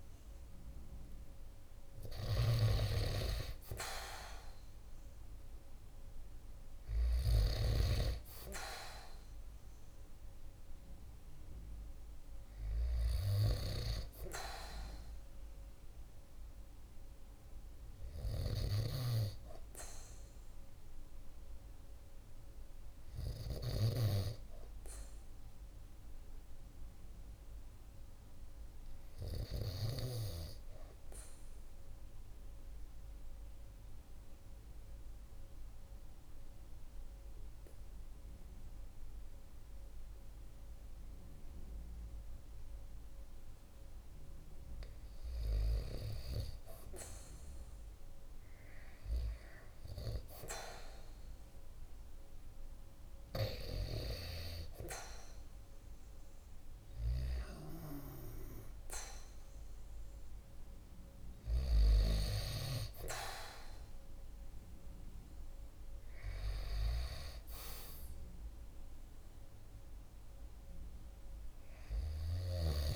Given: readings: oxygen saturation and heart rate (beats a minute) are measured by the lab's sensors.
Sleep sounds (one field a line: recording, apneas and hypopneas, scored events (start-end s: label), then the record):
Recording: breathing in sleep by a room microphone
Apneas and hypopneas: 1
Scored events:
31.00-43.50 s: obstructive apnea (oxygen 97% before, 93% lowest, heart rate 48 before, 46 extreme, up 0 after)
45.50-51.00 s: arousal
66.00-72.95 s: oxygen desaturation (device-marked, oxygen 96% before, 93% lowest, heart rate 48 before, 47 extreme)
From the record:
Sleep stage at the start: REM sleep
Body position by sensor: on the right side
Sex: male